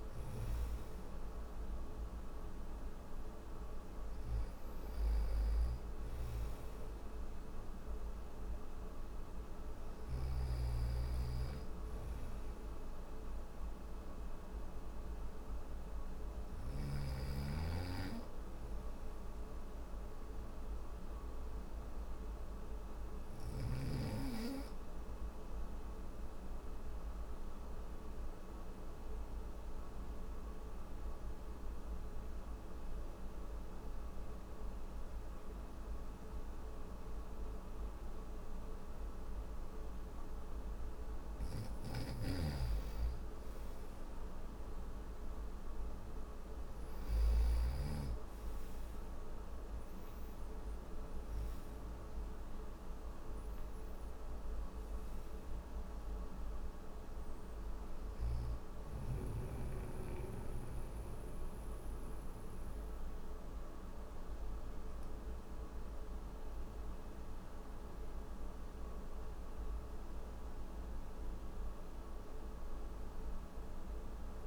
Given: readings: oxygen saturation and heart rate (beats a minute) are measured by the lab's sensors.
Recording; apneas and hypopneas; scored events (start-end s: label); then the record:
breathing in sleep, hard to hear, by a room microphone; none
3.50-21.50 s: oxygen desaturation (device-marked, oxygen 98% before, 93% lowest, heart rate 63 before, 64 extreme)
4.50-9.50 s: snoring (device-marked)
40.50-46.50 s: snoring (device-marked)
45.50-69.50 s: oxygen desaturation (device-marked, oxygen 97% before, 92% lowest, heart rate 67 before, 62 extreme)
From the record:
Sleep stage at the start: N1 (lightest sleep); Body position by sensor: on the back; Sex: male